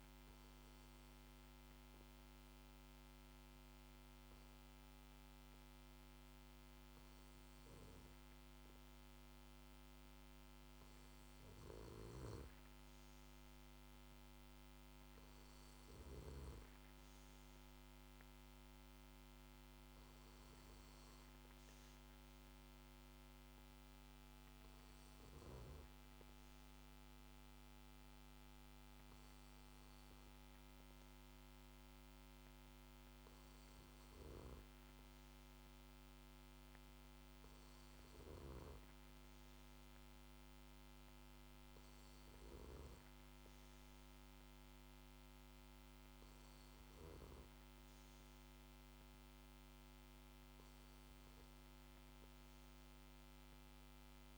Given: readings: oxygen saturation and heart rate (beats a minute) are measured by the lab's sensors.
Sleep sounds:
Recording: breathing in sleep, hard to hear, by a microphone on the trachea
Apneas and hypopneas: 1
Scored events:
1.00-11.00 s: hypopnea (oxygen 96% before, 93% lowest, heart rate 53 before, 54 extreme, up 3 after)
13.50-16.50 s: arousal
From the record:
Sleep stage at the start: N2 (light sleep)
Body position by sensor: on the back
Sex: male

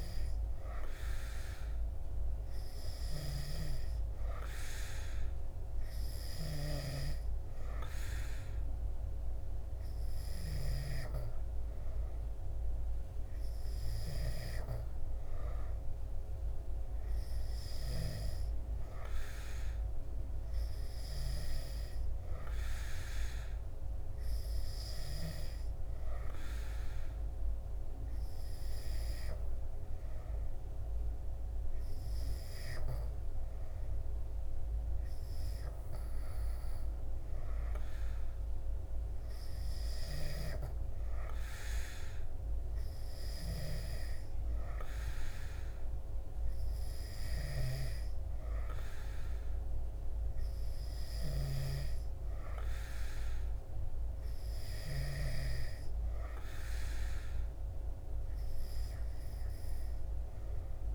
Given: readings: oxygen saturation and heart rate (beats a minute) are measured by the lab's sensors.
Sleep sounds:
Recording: breathing in sleep by a room microphone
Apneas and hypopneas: none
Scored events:
none scored
From the record:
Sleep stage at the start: N3 (deep sleep)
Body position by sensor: on the back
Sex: male

